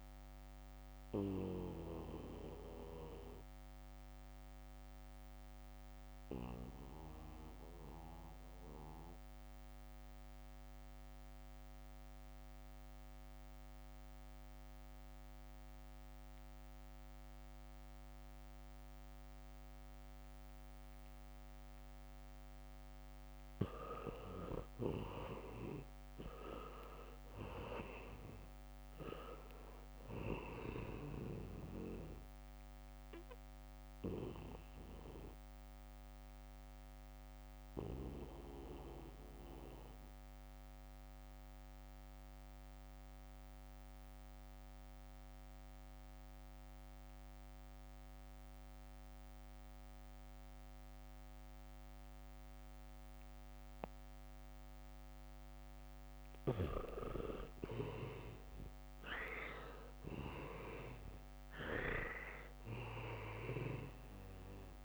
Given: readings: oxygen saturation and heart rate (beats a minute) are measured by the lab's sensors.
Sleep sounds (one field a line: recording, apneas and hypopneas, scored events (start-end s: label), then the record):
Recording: breathing in sleep by a microphone on the trachea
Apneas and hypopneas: 2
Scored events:
0.00-13.50 s: oxygen desaturation (device-marked, oxygen 85% lowest, heart rate 66 extreme)
4.00-22.00 s: mixed apnea (oxygen 99% before, 81% lowest, heart rate 70 before, 66 extreme)
22.50-48.50 s: oxygen desaturation (device-marked, oxygen 99% before, 82% lowest, heart rate 72 before, 66 extreme)
23.50-26.00 s: leg movement (device-marked)
24.00-28.50 s: arousal
26.00-31.50 s: leg movement (device-marked)
32.50-39.00 s: leg movement (device-marked)
35.00-55.50 s: mixed apnea (oxygen 99% before, 81% lowest, heart rate 69 before, 68 extreme)
55.50-64.85 s: oxygen desaturation (device-marked, oxygen 98% before, 81% lowest, heart rate 73 before, 69 extreme)
57.50-62.00 s: arousal
From the record:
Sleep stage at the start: N2 (light sleep)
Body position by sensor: on the back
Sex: male